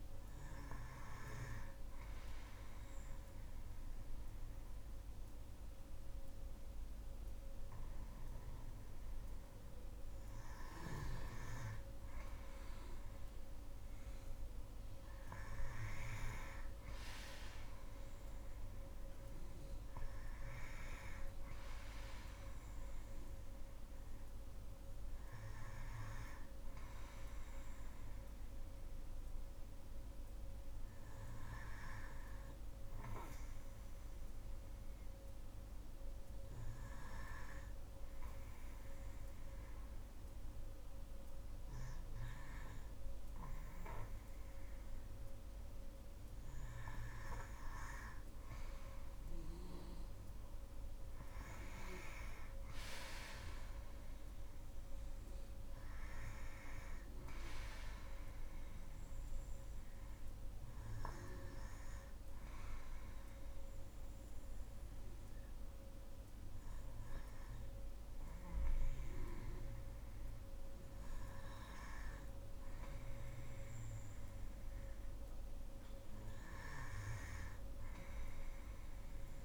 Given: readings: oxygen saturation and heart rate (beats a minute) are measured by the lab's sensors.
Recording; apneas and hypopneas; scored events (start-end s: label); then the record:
breathing in sleep by a room microphone; 3
3.00-14.50 s: obstructive apnea (oxygen 98% before, 88% lowest, heart rate 60 before, 60 extreme, up 5 after)
3.50-9.50 s: oxygen desaturation (device-marked, oxygen 98% before, 93% lowest, heart rate 60 before, 61 extreme)
16.50-29.50 s: oxygen desaturation (device-marked, oxygen 95% before, 90% lowest, heart rate 64 before, 60 extreme)
19.50-23.50 s: arousal
28.00-45.50 s: obstructive apnea (oxygen 97% before, 88% lowest, heart rate 64 before, 58 extreme, up 4 after)
45.50-69.50 s: oxygen desaturation (device-marked, oxygen 96% before, 88% lowest, heart rate 62 before, 58 extreme)
49.00-52.50 s: arousal
58.00-73.00 s: obstructive apnea (oxygen 96% before, 87% lowest, heart rate 63 before, 53 extreme, up 4 after)
75.50-79.45 s: arousal
From the record:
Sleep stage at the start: N2 (light sleep); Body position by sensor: on the back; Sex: female